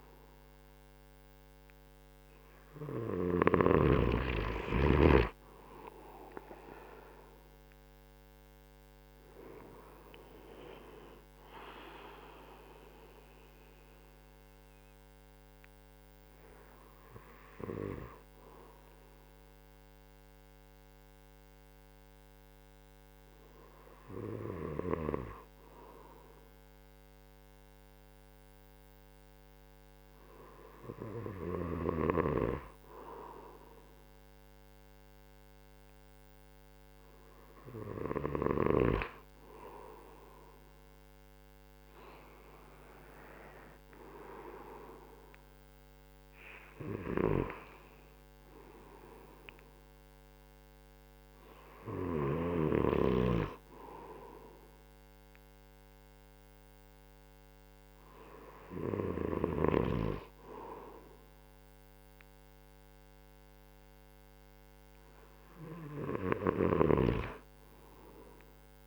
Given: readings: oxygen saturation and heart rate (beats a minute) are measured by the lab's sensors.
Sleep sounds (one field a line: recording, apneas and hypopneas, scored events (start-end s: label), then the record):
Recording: breathing in sleep by a microphone on the trachea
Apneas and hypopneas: 1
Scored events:
14.00-34.50 s: hypopnea (oxygen 96% before, 94% lowest)
36.50-39.00 s: arousal
47.00-53.00 s: snoring (device-marked)
66.50-68.87 s: snoring (device-marked)
From the record:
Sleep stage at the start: N2 (light sleep)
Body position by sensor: on the right side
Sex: male